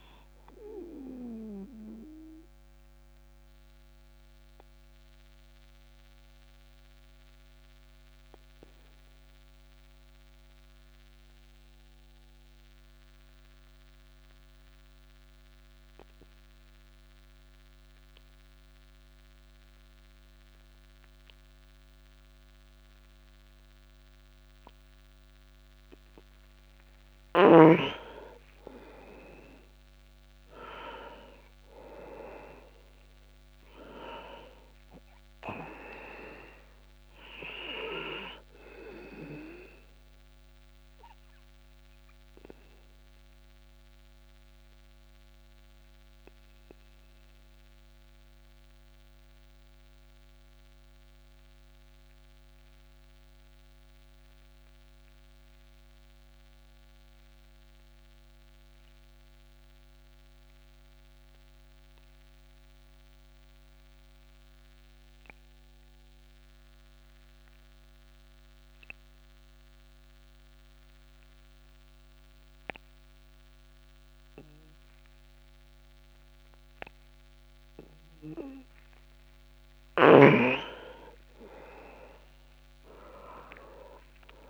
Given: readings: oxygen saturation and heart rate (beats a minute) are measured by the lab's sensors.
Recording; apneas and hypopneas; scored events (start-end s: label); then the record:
breathing in sleep by a microphone on the trachea; 2
0.00-10.50 s: oxygen desaturation (device-marked, oxygen 85% lowest)
0.50-26.00 s: obstructive apnea (oxygen 97% before, 85% lowest)
29.00-33.00 s: arousal
31.50-61.50 s: oxygen desaturation (device-marked, oxygen 99% before, 90% lowest)
40.50-79.50 s: obstructive apnea (oxygen 99% before, 86% lowest)
77.50-84.50 s: oxygen desaturation (device-marked, oxygen 99% before, 86% lowest)
82.00-84.50 s: arousal
From the record:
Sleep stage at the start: N2 (light sleep); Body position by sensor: on the back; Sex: male